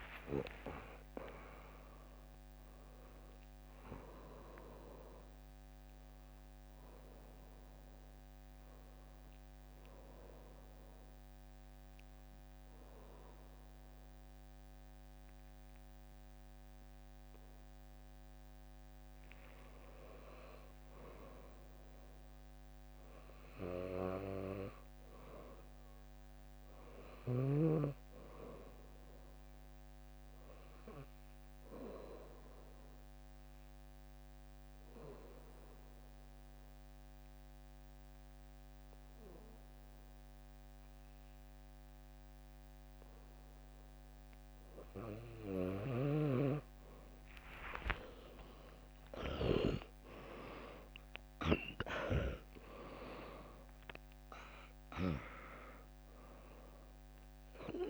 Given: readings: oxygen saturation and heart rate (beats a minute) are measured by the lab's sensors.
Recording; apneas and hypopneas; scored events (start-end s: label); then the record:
breathing in sleep by a microphone on the trachea; 2
0.00-1.00 s: drop in pulse transit time (device-marked, heart rate 64 extreme)
0.00-9.00 s: oxygen desaturation (device-marked, oxygen 95% lowest, heart rate 57 extreme)
2.00-5.50 s: arousal
9.00-19.50 s: obstructive apnea (oxygen 98% before, 95% lowest, heart rate 81 before, 57 extreme)
19.00-25.00 s: bradycardia (device-marked, heart rate 75 before, 57 extreme)
21.50-25.50 s: arousal
27.00-40.00 s: oxygen desaturation (device-marked, oxygen 99% before, 96% lowest, heart rate 72 before, 57 extreme)
33.50-44.00 s: obstructive apnea (oxygen 100% before, 95% lowest, heart rate 66 before, 57 extreme, up 3 after)
35.00-40.00 s: drop in pulse transit time (device-marked, heart rate 65 before, 66 extreme)
44.00-47.00 s: bradycardia (device-marked, heart rate 75 before, 63 extreme)
46.50-52.00 s: arousal
51.00-57.90 s: drop in pulse transit time (device-marked, heart rate 66 before, 63 extreme)
51.00-57.90 s: oxygen desaturation (device-marked, oxygen 98% before, 95% lowest, heart rate 66 before, 55 extreme)
52.00-57.90 s: new sleep stage, N1 (lightest sleep)
From the record:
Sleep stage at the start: N2 (light sleep); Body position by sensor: on the back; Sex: female